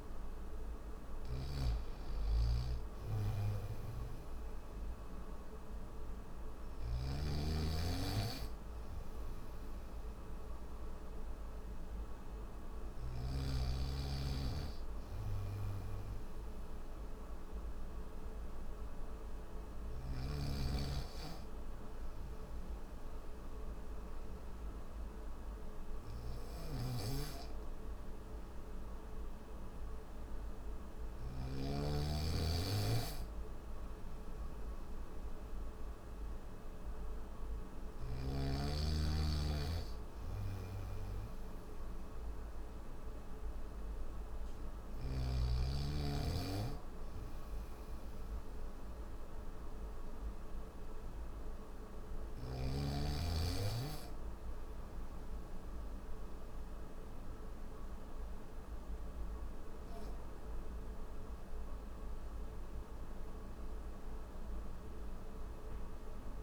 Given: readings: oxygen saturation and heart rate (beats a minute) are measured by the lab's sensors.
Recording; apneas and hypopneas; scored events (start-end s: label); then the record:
breathing in sleep by a room microphone; none
0.00-12.50 s: snoring (device-marked)
26.00-31.00 s: snoring (device-marked)
From the record:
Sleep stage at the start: N3 (deep sleep); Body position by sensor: on the back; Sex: male